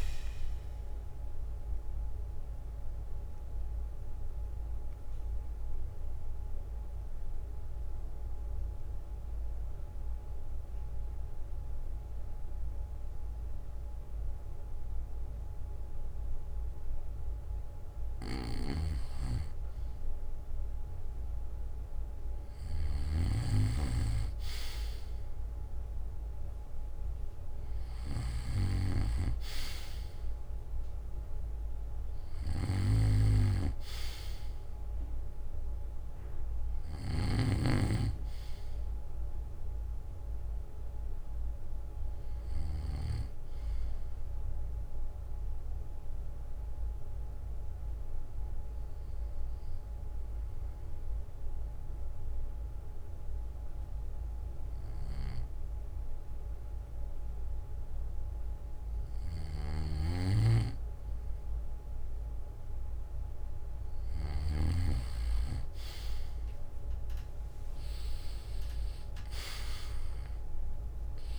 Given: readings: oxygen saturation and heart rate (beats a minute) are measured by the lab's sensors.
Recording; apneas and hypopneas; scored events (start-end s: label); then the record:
breathing in sleep by a room microphone; 2
0.50-16.00 s: mixed apnea (oxygen 97% before, 93% lowest, heart rate 65 before, 56 extreme, up 11 after)
6.00-10.00 s: bradycardia (device-marked, heart rate 65 before, 59 extreme)
20.00-24.50 s: arousal
31.00-33.00 s: bradycardia (device-marked, heart rate 65 before, 66 extreme)
32.50-37.00 s: snoring (device-marked)
40.00-57.00 s: oxygen desaturation (device-marked, oxygen 96% before, 93% lowest, heart rate 63 before, 55 extreme)
43.00-45.00 s: bradycardia (device-marked, heart rate 65 before, 58 extreme)
44.50-58.50 s: obstructive apnea (oxygen 97% before, 93% lowest, heart rate 64 before, 57 extreme, up 8 after)
48.00-56.00 s: bradycardia (device-marked, heart rate 65 before, 55 extreme)
59.50-64.50 s: snoring (device-marked)
66.00-70.00 s: arousal
From the record:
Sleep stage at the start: N2 (light sleep); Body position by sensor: on the back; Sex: male